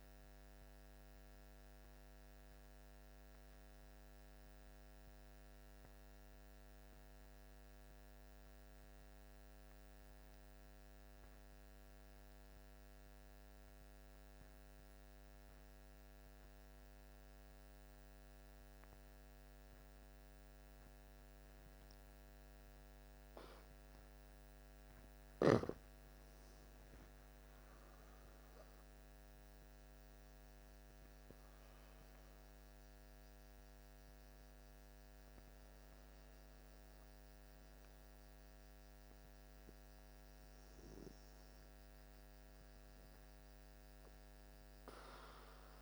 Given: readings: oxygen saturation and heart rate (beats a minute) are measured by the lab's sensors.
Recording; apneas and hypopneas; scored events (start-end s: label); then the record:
breathing in sleep, hard to hear, by a microphone on the trachea; 1
0.00-5.00 s: oxygen desaturation (device-marked, oxygen 88% lowest, heart rate 52 extreme)
1.50-22.50 s: obstructive apnea (oxygen 96% before, 88% lowest, heart rate 59 before, 53 extreme, up 8 after)
20.00-45.82 s: oxygen desaturation (device-marked, oxygen 98% before, 88% lowest, heart rate 55 before, 53 extreme)
28.00-33.00 s: arousal
From the record:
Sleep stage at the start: N2 (light sleep); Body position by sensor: on the back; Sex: male